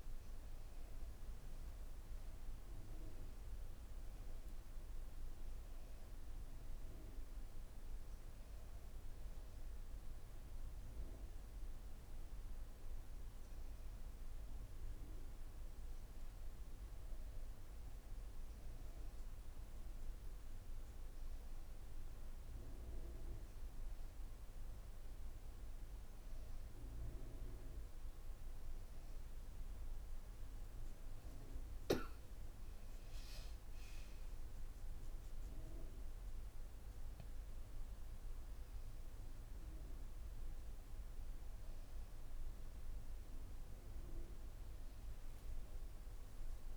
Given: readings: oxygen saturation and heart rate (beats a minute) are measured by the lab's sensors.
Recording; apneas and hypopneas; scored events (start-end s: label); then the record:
breathing in sleep, hard to hear, by a room microphone; none
33.50-37.50 s: arousal
From the record:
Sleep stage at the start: N1 (lightest sleep); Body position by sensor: on the back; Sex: female